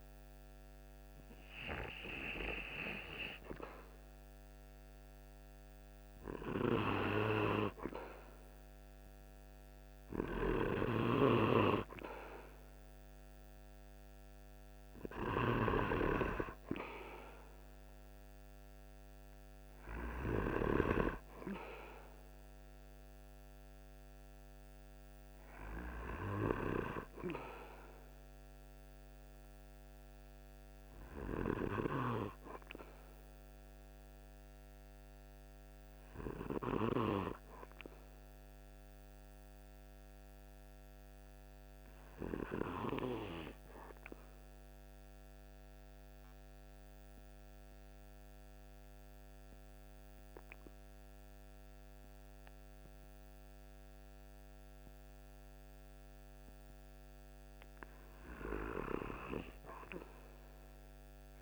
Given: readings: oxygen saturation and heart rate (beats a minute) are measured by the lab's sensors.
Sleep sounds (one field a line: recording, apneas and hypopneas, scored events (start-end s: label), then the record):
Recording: breathing in sleep by a microphone on the trachea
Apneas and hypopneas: 1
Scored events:
0.00-1.00 s: arousal
44.00-56.50 s: obstructive apnea (oxygen 97% before, 93% lowest, heart rate 48 before, 46 extreme, up 0 after)
58.50-61.41 s: arousal
From the record:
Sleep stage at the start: REM sleep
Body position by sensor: on the right side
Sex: male